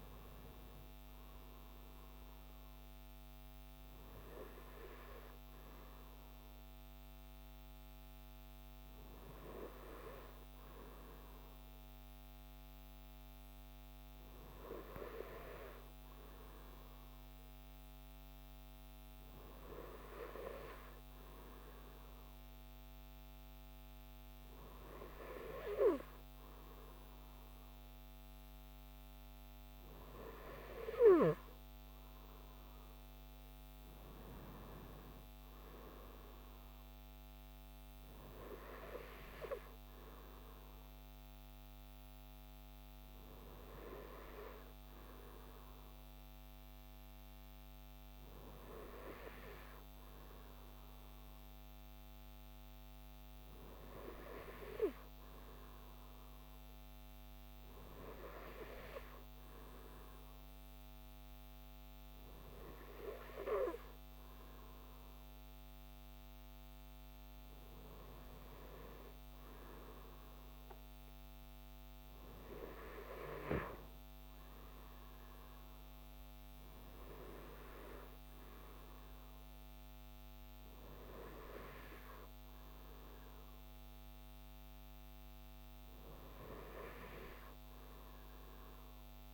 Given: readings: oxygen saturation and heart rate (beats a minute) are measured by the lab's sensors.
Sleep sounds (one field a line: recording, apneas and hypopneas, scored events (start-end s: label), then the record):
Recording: breathing in sleep by a microphone on the trachea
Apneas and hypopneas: none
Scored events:
none scored
From the record:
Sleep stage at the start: N2 (light sleep)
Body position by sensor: on the right side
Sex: male